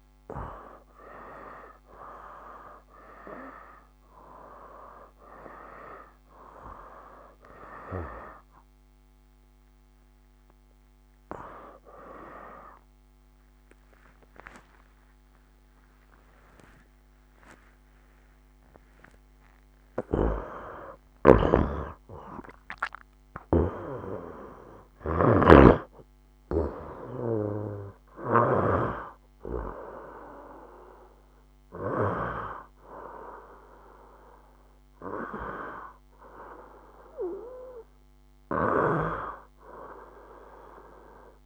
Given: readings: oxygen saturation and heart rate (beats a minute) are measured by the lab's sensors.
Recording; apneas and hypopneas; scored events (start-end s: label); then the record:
a person awake in a sleep study, by a microphone on the trachea; none
0.00-1.50 s: long interval between heartbeats (device-marked, heart rate 106 extreme)
8.00-19.00 s: tachycardia (device-marked, heart rate 76 before, 150 extreme)
11.50-13.50 s: long interval between heartbeats (device-marked, heart rate 107 before, 107 extreme)
15.50-17.50 s: long interval between heartbeats (device-marked, heart rate 103 before, 149 extreme)
21.00-28.50 s: snoring (device-marked)
37.00-41.46 s: new sleep stage, N1 (lightest sleep)
38.50-41.46 s: snoring (device-marked)
From the record:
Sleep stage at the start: awake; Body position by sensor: on the right side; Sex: male